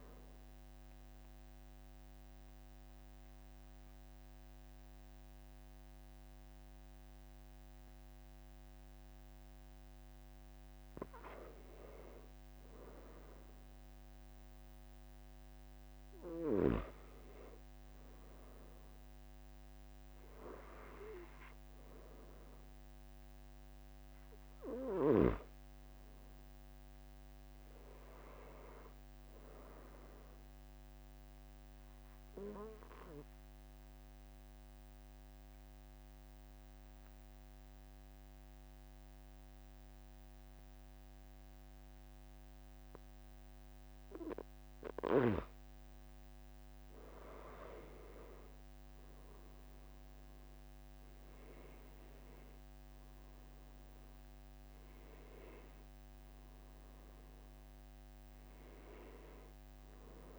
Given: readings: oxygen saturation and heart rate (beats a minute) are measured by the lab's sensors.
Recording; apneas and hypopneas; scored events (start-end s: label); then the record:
breathing in sleep by a microphone on the trachea; 2
0.00-12.00 s: oxygen desaturation (device-marked, oxygen 92% lowest, heart rate 44 extreme)
0.50-11.00 s: obstructive apnea (oxygen 96% before, 92% lowest, heart rate 47 before, 44 extreme, up 2 after)
16.00-20.00 s: arousal
32.50-44.50 s: obstructive apnea (oxygen 97% before, 92% lowest, heart rate 46 before, 45 extreme, up 2 after)
47.00-52.00 s: arousal
From the record:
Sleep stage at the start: N2 (light sleep); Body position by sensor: on the back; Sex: male